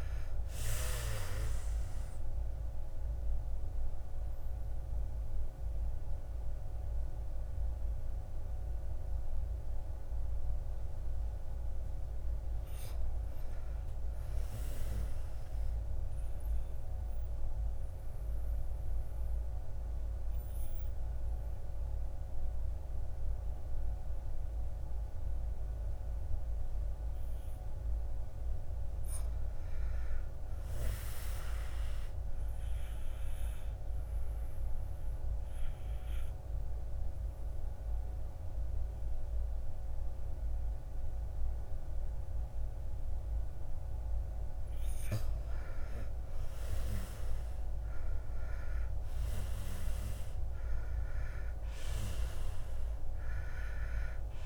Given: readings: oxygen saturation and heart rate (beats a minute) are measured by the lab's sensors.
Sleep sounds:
breathing in sleep by a room microphone; 1
0.00-11.50 s: oxygen desaturation (device-marked, oxygen 83% lowest, heart rate 53 extreme)
15.50-28.00 s: obstructive apnea (oxygen 97% before, 89% lowest, heart rate 60 before, 58 extreme, up 5 after)
29.00-32.00 s: arousal
32.50-46.50 s: oxygen desaturation (device-marked, oxygen 96% before, 89% lowest, heart rate 59 before, 57 extreme)
49.00-53.00 s: arousal
52.50-54.45 s: oxygen desaturation (device-marked, oxygen 93% before, 89% lowest, heart rate 61 before, 54 extreme)
From the record:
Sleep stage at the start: N2 (light sleep); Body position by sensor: on the back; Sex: male

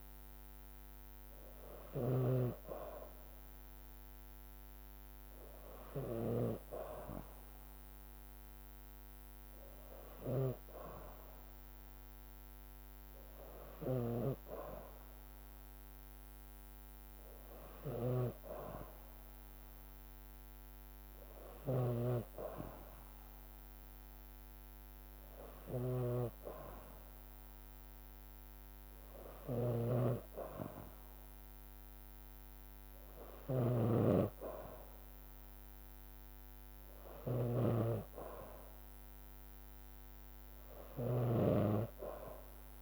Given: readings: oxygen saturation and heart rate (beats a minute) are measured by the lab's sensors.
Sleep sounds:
breathing in sleep by a microphone on the trachea; none
0.00-2.50 s: snoring (device-marked)
21.50-42.82 s: snoring (device-marked)
From the record:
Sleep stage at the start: N2 (light sleep); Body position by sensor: on the back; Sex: female

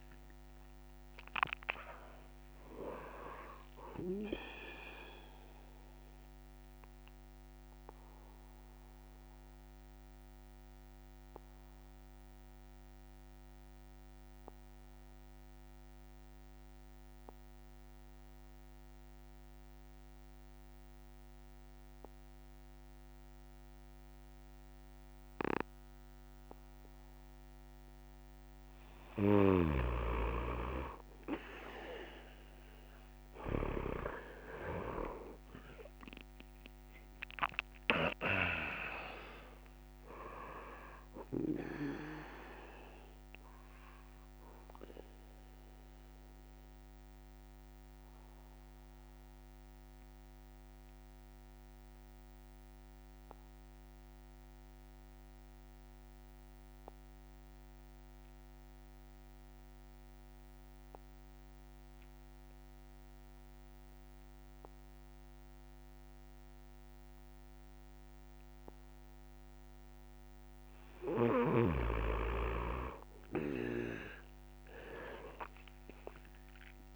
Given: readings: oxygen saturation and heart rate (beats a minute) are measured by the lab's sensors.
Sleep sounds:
breathing in sleep by a microphone on the trachea; 2
0.00-21.50 s: oxygen desaturation (device-marked, oxygen 94% lowest)
4.50-28.00 s: obstructive apnea (oxygen 100% before, 94% lowest)
22.50-76.96 s: new sleep stage, N2 (light sleep)
37.50-49.50 s: oxygen desaturation (device-marked, oxygen 99% before, 95% lowest)
43.00-70.00 s: obstructive apnea (oxygen 99% before, 93% lowest)
From the record:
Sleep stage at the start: N1 (lightest sleep); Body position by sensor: on the back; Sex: male

